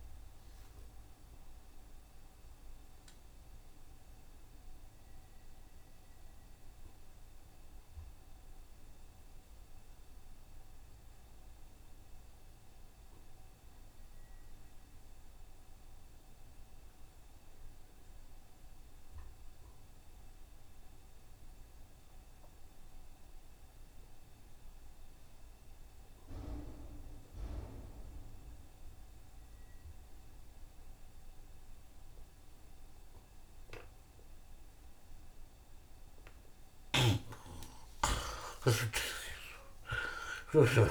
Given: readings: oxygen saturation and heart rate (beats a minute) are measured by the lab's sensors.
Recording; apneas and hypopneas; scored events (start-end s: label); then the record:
breathing in sleep by a room microphone; 1
0.00-11.50 s: oxygen desaturation (device-marked, oxygen 51% lowest, heart rate 39 extreme)
1.50-36.50 s: obstructive apnea (oxygen 75% before, 49% lowest, heart rate 67 before, 71 extreme, up 31 after)
13.50-40.91 s: oxygen desaturation (device-marked, oxygen 84% before, 49% lowest, heart rate 79 before, 60 extreme)
25.50-27.50 s: long interval between heartbeats (device-marked, heart rate 75 before, 87 extreme)
36.50-40.91 s: tachycardia (device-marked, heart rate 80 before, 109 extreme)
37.00-39.00 s: long interval between heartbeats (device-marked, heart rate 80 before, 85 extreme)
37.00-40.91 s: snoring (device-marked)
38.00-40.91 s: arousal
39.50-40.91 s: long interval between heartbeats (device-marked, heart rate 82 before, 109 extreme)
From the record:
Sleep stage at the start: N2 (light sleep); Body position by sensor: on the right side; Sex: male